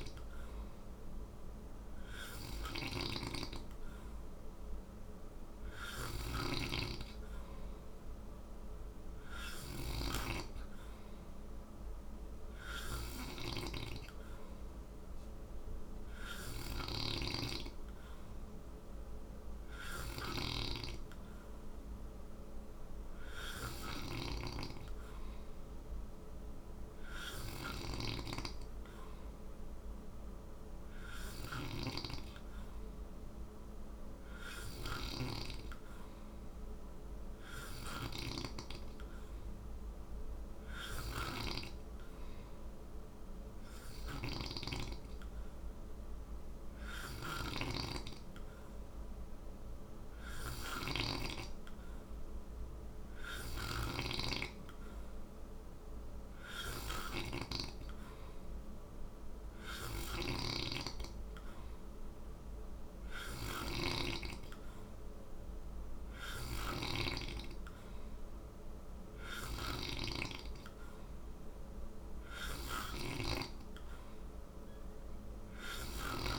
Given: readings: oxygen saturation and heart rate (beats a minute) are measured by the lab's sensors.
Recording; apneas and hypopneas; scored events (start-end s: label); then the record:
breathing in sleep by a room microphone; none
0.00-9.50 s: snoring (device-marked)
16.00-34.50 s: snoring (device-marked)
40.50-76.39 s: snoring (device-marked)
From the record:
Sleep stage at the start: N2 (light sleep); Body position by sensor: on the right side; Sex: male